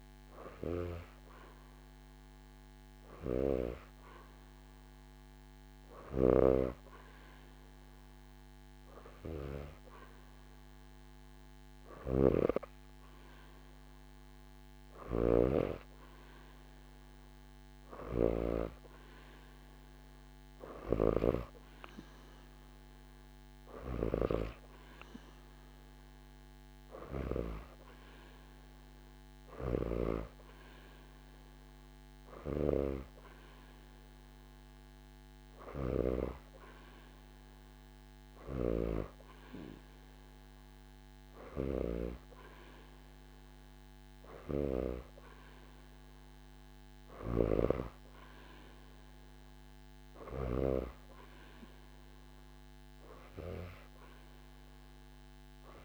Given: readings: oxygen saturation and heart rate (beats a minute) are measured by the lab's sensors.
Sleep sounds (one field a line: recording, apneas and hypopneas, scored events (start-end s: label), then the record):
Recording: breathing in sleep by a microphone on the trachea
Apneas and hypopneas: none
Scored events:
0.00-1.00 s: oxygen desaturation (device-marked, oxygen 92% lowest, heart rate 74 extreme)
14.50-18.00 s: snoring (device-marked)
20.00-35.50 s: snoring (device-marked)
From the record:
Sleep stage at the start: N2 (light sleep)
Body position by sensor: on the back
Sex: female